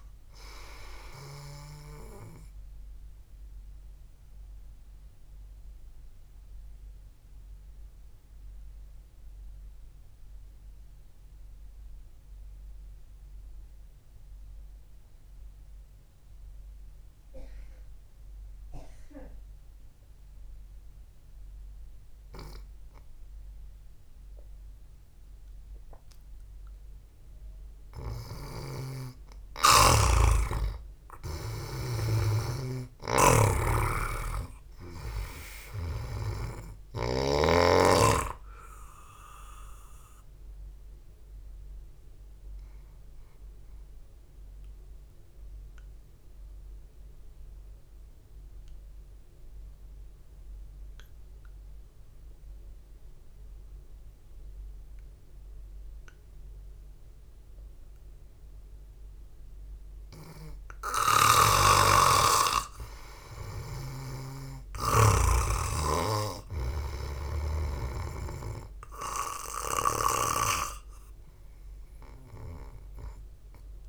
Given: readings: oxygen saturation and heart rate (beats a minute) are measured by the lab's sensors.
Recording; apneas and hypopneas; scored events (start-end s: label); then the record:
breathing in sleep by a room microphone; 2
0.00-2.50 s: snoring (device-marked)
4.50-27.50 s: obstructive apnea (oxygen 97% before, 88% lowest, heart rate 60 before, 52 extreme)
7.00-24.00 s: oxygen desaturation (device-marked, oxygen 95% before, 88% lowest, heart rate 59 before, 52 extreme)
29.00-32.50 s: snoring (device-marked)
30.50-35.00 s: arousal
34.50-38.00 s: snoring (device-marked)
44.00-60.50 s: obstructive apnea (oxygen 97% before, 88% lowest, heart rate 57 before, 54 extreme)
62.00-66.00 s: arousal
64.50-68.00 s: snoring (device-marked)
70.00-73.89 s: oxygen desaturation (device-marked, oxygen 98% before, 88% lowest, heart rate 63 before, 49 extreme)
From the record:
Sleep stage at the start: N2 (light sleep); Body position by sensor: on the back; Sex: male